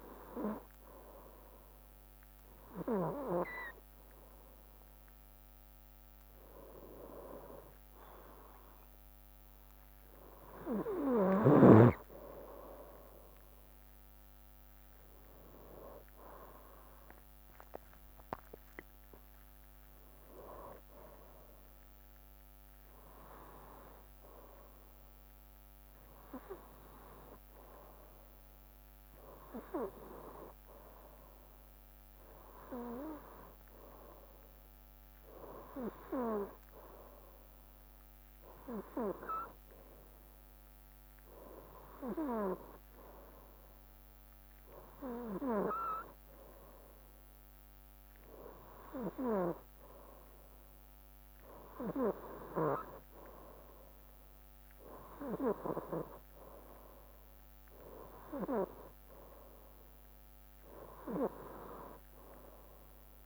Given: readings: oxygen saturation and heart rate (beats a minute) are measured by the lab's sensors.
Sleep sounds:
breathing in sleep by a microphone on the trachea; none
11.00-23.00 s: drop in pulse transit time (device-marked, heart rate 66 before, 65 extreme)
From the record:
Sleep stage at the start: N2 (light sleep); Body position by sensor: on the right side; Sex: male

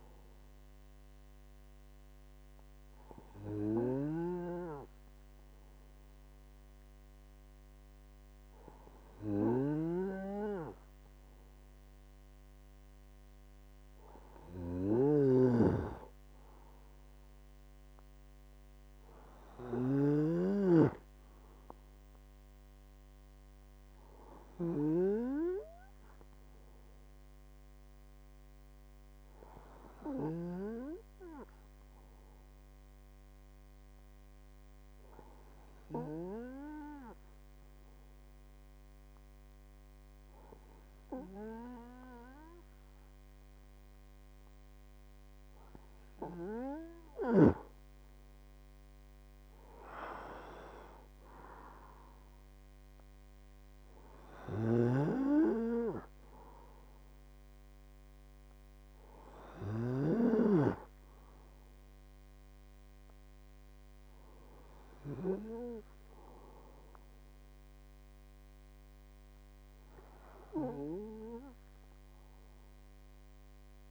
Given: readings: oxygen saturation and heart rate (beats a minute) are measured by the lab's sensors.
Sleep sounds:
breathing in sleep by a microphone on the trachea; 1
15.00-20.00 s: snoring (device-marked)
20.50-23.50 s: arousal
33.00-46.50 s: hypopnea (oxygen 98% before, 94% lowest, heart rate 64 before, 56 extreme, up 5 after)
50.00-53.00 s: arousal
54.50-60.00 s: snoring (device-marked)
From the record:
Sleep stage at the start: N2 (light sleep); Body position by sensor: on the right side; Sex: male

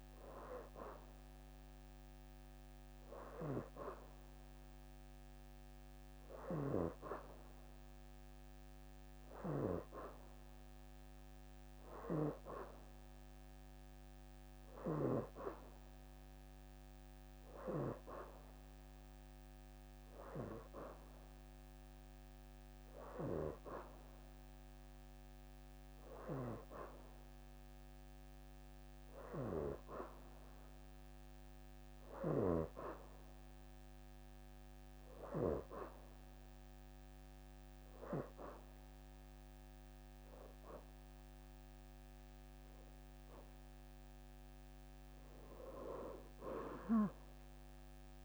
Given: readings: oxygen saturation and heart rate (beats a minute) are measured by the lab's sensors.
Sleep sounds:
breathing in sleep by a microphone on the trachea; none
0.00-1.00 s: oxygen desaturation (device-marked, oxygen 91% before, 86% lowest, heart rate 81 before, 81 extreme)
From the record:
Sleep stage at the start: N2 (light sleep); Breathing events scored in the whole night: 170 in 4.5 hours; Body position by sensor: on the back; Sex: female

